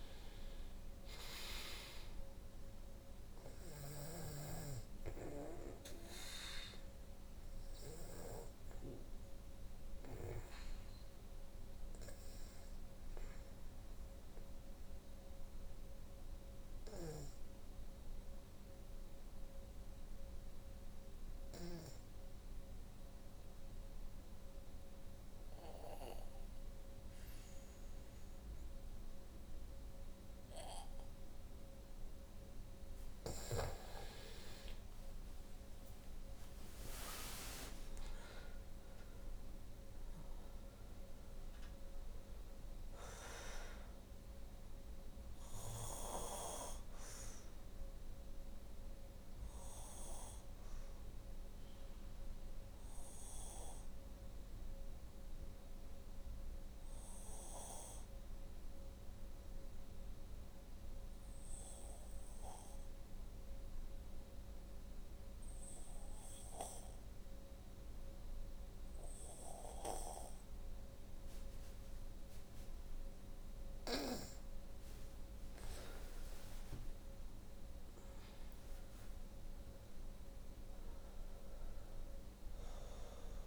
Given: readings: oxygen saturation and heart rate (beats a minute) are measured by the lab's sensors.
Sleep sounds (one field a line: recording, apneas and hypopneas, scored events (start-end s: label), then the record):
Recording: breathing in sleep by a room microphone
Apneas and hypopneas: 2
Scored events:
8.50-28.50 s: oxygen desaturation (device-marked, oxygen 95% before, 84% lowest, heart rate 67 before, 56 extreme)
13.00-31.50 s: obstructive apnea (oxygen 95% before, 81% lowest, heart rate 67 before, 55 extreme, up 8 after)
16.00-21.00 s: snoring (device-marked)
33.00-37.50 s: arousal
40.50-68.50 s: oxygen desaturation (device-marked, oxygen 95% before, 81% lowest, heart rate 66 before, 55 extreme)
44.00-71.00 s: obstructive apnea (oxygen 95% before, 81% lowest, heart rate 68 before, 55 extreme, up 7 after)
74.50-79.00 s: arousal
78.50-83.47 s: oxygen desaturation (device-marked, oxygen 96% before, 82% lowest, heart rate 64 before, 55 extreme)
From the record:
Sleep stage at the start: N2 (light sleep)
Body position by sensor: on the back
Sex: female